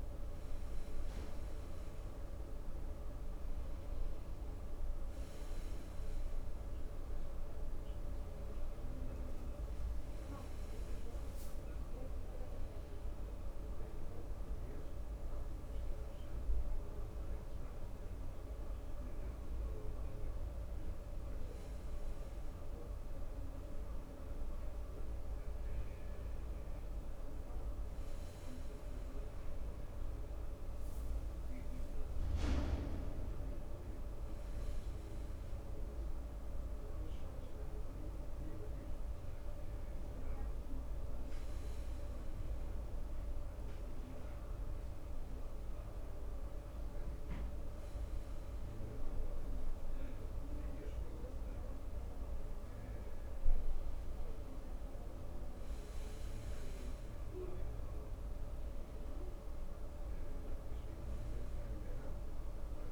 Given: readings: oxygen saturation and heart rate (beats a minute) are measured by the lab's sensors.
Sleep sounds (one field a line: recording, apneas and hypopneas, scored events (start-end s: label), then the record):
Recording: breathing in sleep, hard to hear, by a room microphone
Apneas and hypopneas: none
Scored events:
none scored
From the record:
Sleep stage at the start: N2 (light sleep)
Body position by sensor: on the right side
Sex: male